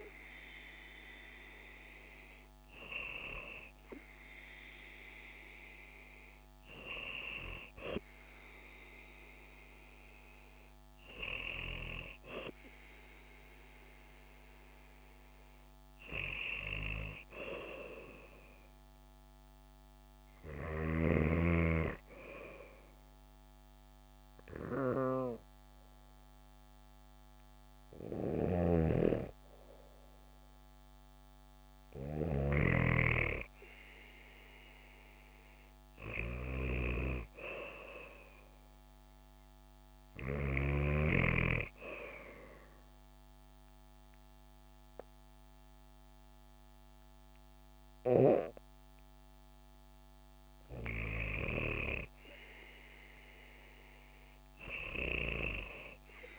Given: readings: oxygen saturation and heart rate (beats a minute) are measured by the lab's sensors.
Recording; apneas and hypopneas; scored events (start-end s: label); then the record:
breathing in sleep by a microphone on the trachea; 1
0.00-22.50 s: oxygen desaturation (device-marked, oxygen 93% lowest, heart rate 58 extreme)
1.50-3.50 s: bradycardia (device-marked, heart rate 71 before, 65 extreme)
28.50-41.00 s: snoring (device-marked)
42.00-52.00 s: obstructive apnea (oxygen 97% before, 94% lowest, heart rate 69 before, 66 extreme, up 0 after)
54.00-56.39 s: arousal
From the record:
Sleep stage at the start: N2 (light sleep); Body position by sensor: on the back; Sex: female